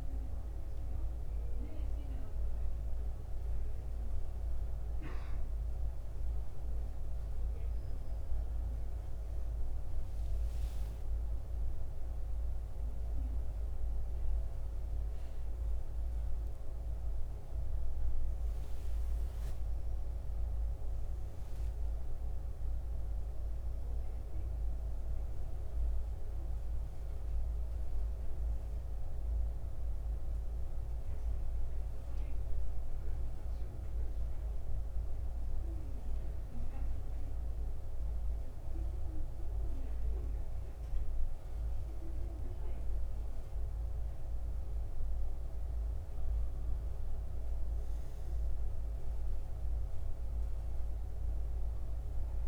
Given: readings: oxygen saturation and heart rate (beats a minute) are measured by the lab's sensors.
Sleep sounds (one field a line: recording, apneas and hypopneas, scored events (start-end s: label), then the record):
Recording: breathing in sleep, hard to hear, by a room microphone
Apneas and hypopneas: 1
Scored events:
0.00-3.50 s: oxygen desaturation (device-marked, oxygen 89% lowest, heart rate 78 extreme)
7.50-52.48 s: new sleep stage, N2 (light sleep)
10.50-15.50 s: arousal
31.50-42.00 s: central apnea (oxygen 92% before, 84% lowest, heart rate 79 before, 73 extreme, up 5 after)
43.00-46.50 s: arousal
50.50-52.48 s: oxygen desaturation (device-marked, oxygen 92% before, 87% lowest, heart rate 76 before, 72 extreme)
From the record:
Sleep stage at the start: N1 (lightest sleep)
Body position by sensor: on the back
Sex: male